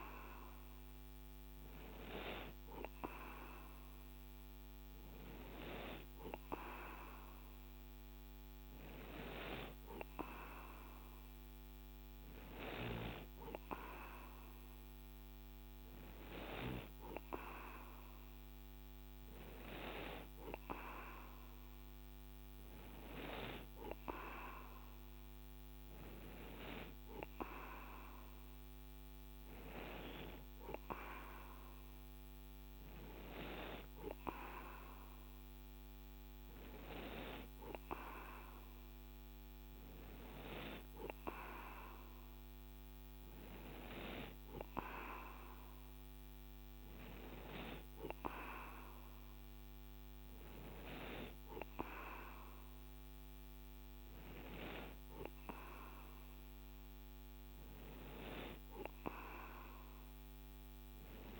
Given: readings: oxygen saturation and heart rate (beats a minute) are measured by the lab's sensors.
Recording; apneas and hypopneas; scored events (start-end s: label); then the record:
breathing in sleep by a microphone on the trachea; none
none scored
From the record:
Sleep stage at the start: N2 (light sleep); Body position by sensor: on the right side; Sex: male